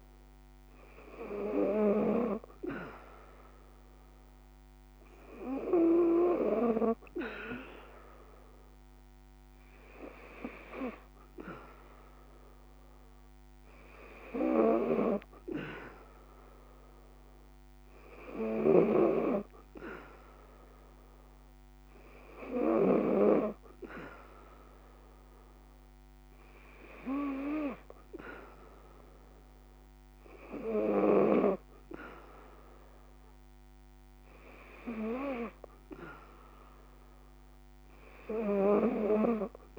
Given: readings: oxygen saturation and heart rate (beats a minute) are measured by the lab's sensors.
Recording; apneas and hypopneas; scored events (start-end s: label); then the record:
breathing in sleep by a microphone on the trachea; none
none scored
From the record:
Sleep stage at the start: N3 (deep sleep); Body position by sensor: on the back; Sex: female